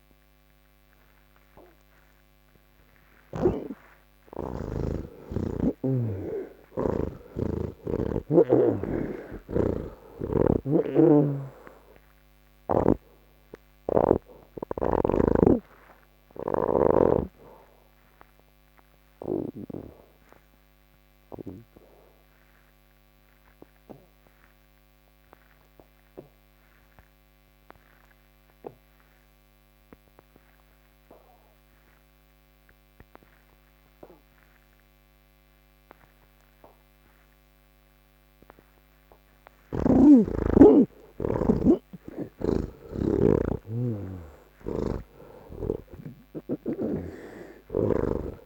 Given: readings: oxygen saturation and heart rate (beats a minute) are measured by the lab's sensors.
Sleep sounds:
breathing in sleep by a microphone on the trachea; none
10.50-14.00 s: snoring (device-marked)
26.00-34.00 s: oxygen desaturation (device-marked, oxygen 94% before, 90% lowest, heart rate 79 before, 67 extreme)
39.00-42.50 s: snoring (device-marked)
40.00-46.00 s: oxygen desaturation (device-marked, oxygen 97% before, 93% lowest, heart rate 73 before, 69 extreme)
44.50-48.00 s: snoring (device-marked)
From the record:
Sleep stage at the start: N3 (deep sleep); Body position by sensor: on the back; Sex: male

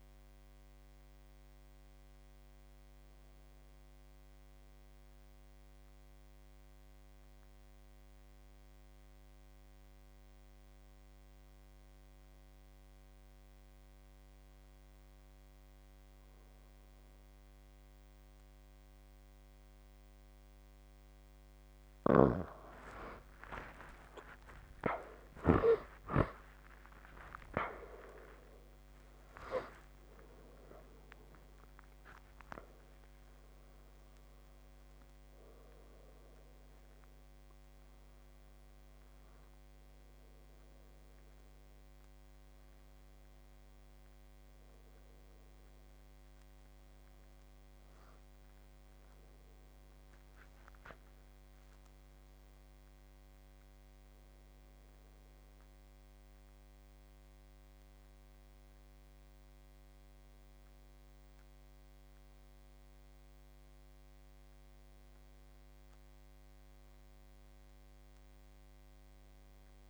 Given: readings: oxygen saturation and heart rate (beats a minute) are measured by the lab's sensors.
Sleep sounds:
a person partly awake in a sleep study, by a microphone on the trachea; 1
0.00-8.50 s: oxygen desaturation (device-marked, oxygen 89% lowest, heart rate 73 extreme)
7.00-20.50 s: obstructive apnea (oxygen 94% before, 87% lowest, heart rate 82 before, 75 extreme, up 47 after)
20.50-50.50 s: new sleep stage, awake
24.50-50.50 s: oxygen desaturation (device-marked, oxygen 95% before, 87% lowest, heart rate 80 before, 79 extreme)
50.50-69.90 s: new sleep stage, N1 (lightest sleep)
From the record:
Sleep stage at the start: N2 (light sleep); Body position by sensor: on the back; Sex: male

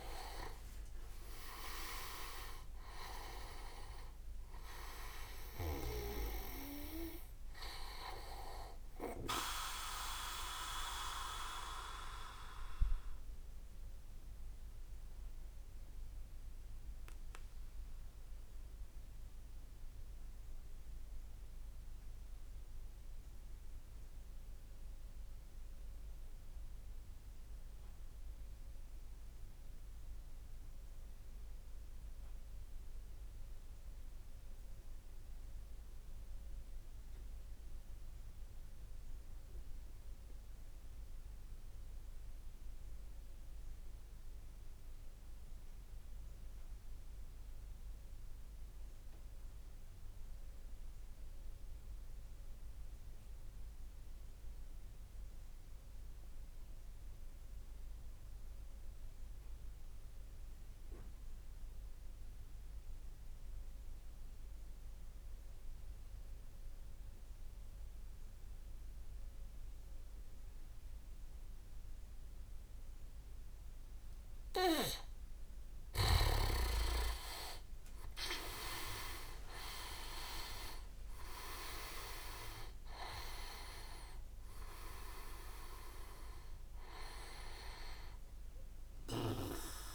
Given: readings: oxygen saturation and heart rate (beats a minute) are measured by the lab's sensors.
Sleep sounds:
breathing in sleep by a room microphone; 1
0.00-2.00 s: leg movement (device-marked)
0.00-16.50 s: oxygen desaturation (device-marked, oxygen 93% lowest, heart rate 55 extreme)
0.50-5.50 s: arousal
12.50-74.50 s: obstructive apnea (oxygen 99% before, 88% lowest, heart rate 75 before, 46 extreme, up 20 after)
23.50-33.50 s: oxygen desaturation (device-marked, oxygen 95% before, 92% lowest, heart rate 64 before, 46 extreme)
76.50-89.95 s: oxygen desaturation (device-marked, oxygen 98% before, 88% lowest, heart rate 51 before, 51 extreme)
77.00-80.50 s: arousal
77.00-83.50 s: leg movement (device-marked)
From the record:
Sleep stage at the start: N2 (light sleep); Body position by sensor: on the back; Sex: male

